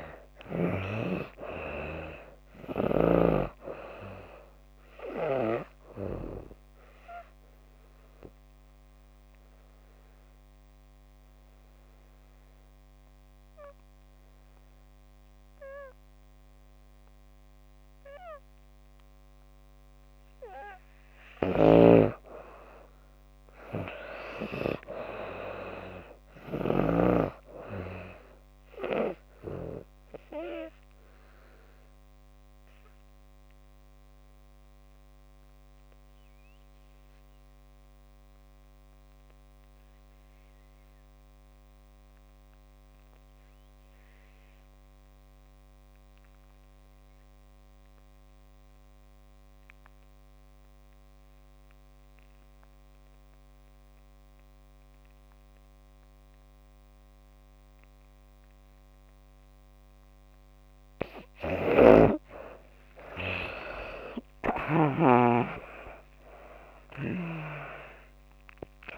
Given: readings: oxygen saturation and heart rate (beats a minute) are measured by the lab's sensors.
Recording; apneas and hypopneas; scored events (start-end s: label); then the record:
breathing in sleep by a microphone on the trachea; 2
0.00-27.00 s: oxygen desaturation (device-marked, oxygen 95% before, 73% lowest)
7.50-20.50 s: obstructive apnea (oxygen 95% before, 72% lowest)
21.50-27.00 s: snoring (device-marked)
23.50-26.00 s: arousal
29.00-51.00 s: oxygen desaturation (device-marked, oxygen 94% before, 77% lowest)
29.00-60.00 s: obstructive apnea (oxygen 95% before, 66% lowest)
53.00-68.98 s: oxygen desaturation (device-marked, oxygen 93% before, 66% lowest)
62.50-66.00 s: arousal
From the record:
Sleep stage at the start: N2 (light sleep); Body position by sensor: on the back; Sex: female